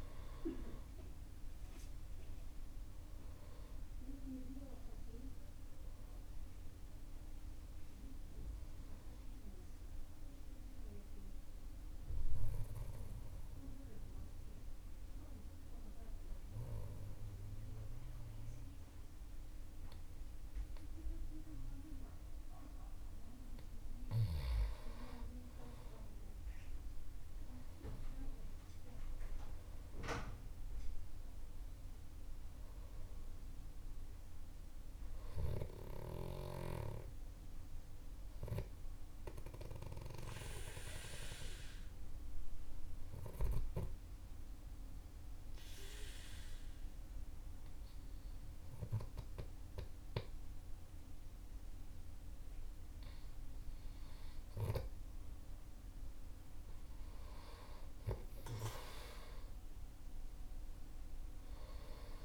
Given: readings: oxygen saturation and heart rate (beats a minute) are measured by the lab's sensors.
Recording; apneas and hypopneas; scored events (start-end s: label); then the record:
breathing in sleep by a room microphone; 2
0.00-4.00 s: arousal
0.50-3.50 s: oxygen desaturation (device-marked, oxygen 98% before, 95% lowest, heart rate 53 before, 49 extreme)
10.00-24.50 s: obstructive apnea (oxygen 98% before, 95% lowest, heart rate 57 before, 48 extreme, up 16 after)
25.50-31.00 s: arousal
27.50-33.50 s: oxygen desaturation (device-marked, oxygen 98% before, 95% lowest, heart rate 52 before, 48 extreme)
39.00-53.50 s: obstructive apnea (oxygen 98% before, 95% lowest, heart rate 57 before, 47 extreme, up 11 after)
56.00-60.00 s: arousal
From the record:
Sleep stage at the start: N2 (light sleep); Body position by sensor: on the back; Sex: male